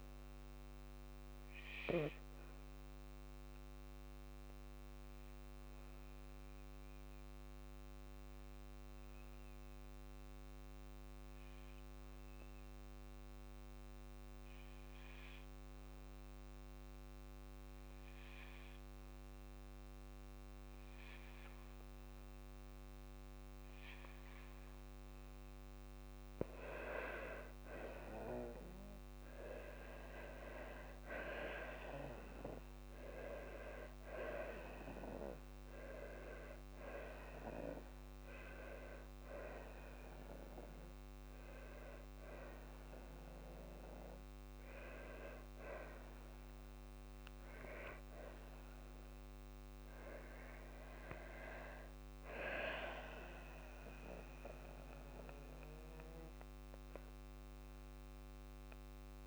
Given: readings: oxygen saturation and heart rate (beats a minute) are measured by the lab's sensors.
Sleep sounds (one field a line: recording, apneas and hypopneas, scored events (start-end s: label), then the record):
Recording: breathing in sleep by a microphone on the trachea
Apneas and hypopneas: 1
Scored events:
1.50-24.50 s: obstructive apnea (oxygen 98% before, 94% lowest, heart rate 59 before, 52 extreme, up 15 after)
9.50-25.50 s: oxygen desaturation (device-marked, oxygen 98% before, 94% lowest, heart rate 55 before, 52 extreme)
28.50-32.00 s: arousal
30.50-32.50 s: long interval between heartbeats (device-marked, heart rate 54 before, 66 extreme)
From the record:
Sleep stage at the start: N2 (light sleep)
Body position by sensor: on the back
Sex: female